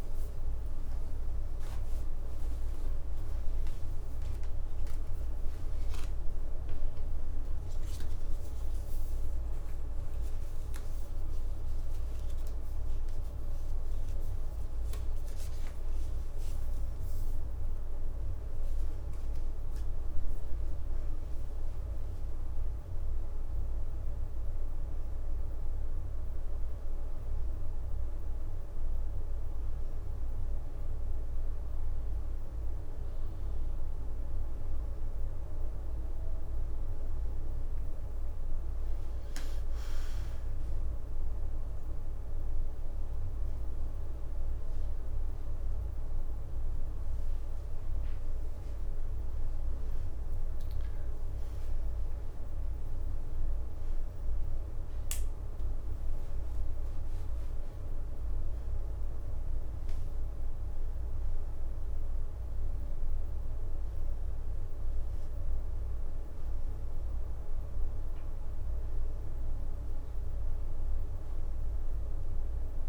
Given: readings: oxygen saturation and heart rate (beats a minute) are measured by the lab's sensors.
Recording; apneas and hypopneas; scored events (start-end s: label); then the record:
breathing in sleep, hard to hear, by a room microphone; none
39.00-41.50 s: leg movement (device-marked)
42.50-43.00 s: leg movement (device-marked)
44.00-48.50 s: arousal
56.50-58.00 s: leg movement (device-marked)
66.00-69.00 s: leg movement (device-marked)
From the record:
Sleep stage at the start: N2 (light sleep); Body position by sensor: on the back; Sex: female